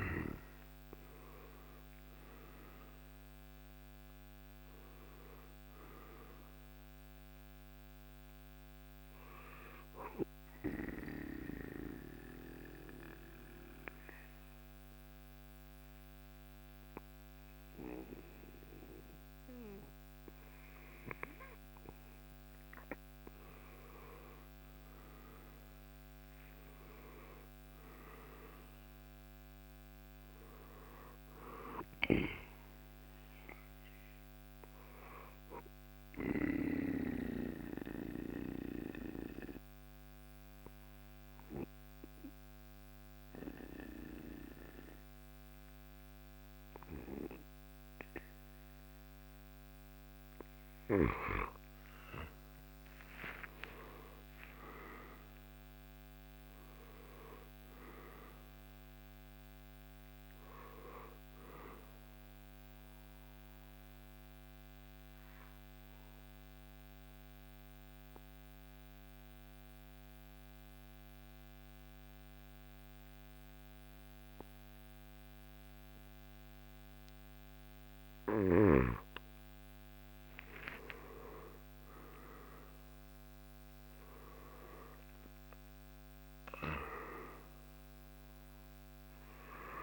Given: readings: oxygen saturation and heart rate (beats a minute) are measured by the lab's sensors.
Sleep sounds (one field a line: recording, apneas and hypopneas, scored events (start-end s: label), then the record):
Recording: breathing in sleep by a microphone on the trachea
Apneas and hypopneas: 3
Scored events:
3.50-14.50 s: oxygen desaturation (device-marked, oxygen 96% before, 92% lowest, heart rate 67 before, 62 extreme)
9.50-23.00 s: central apnea (oxygen 97% before, 90% lowest, heart rate 67 before, 60 extreme, up 8 after)
24.00-28.50 s: arousal
25.50-39.50 s: drop in pulse transit time (device-marked, heart rate 66 before, 62 extreme)
29.50-48.50 s: oxygen desaturation (device-marked, oxygen 96% before, 90% lowest, heart rate 66 before, 57 extreme)
36.00-50.00 s: central apnea (oxygen 96% before, 89% lowest, heart rate 66 before, 57 extreme, up 10 after)
52.50-57.00 s: arousal
53.50-65.50 s: drop in pulse transit time (device-marked, heart rate 62 before, 61 extreme)
60.50-78.50 s: oxygen desaturation (device-marked, oxygen 97% before, 90% lowest, heart rate 64 before, 57 extreme)
63.50-79.00 s: central apnea (oxygen 97% before, 89% lowest, heart rate 65 before, 57 extreme, up 12 after)
80.50-84.50 s: arousal
82.50-89.83 s: drop in pulse transit time (device-marked, heart rate 62 before, 61 extreme)
85.50-89.83 s: oxygen desaturation (device-marked, oxygen 97% before, 89% lowest, heart rate 63 before, 58 extreme)
From the record:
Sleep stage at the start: N2 (light sleep)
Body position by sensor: on the back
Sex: male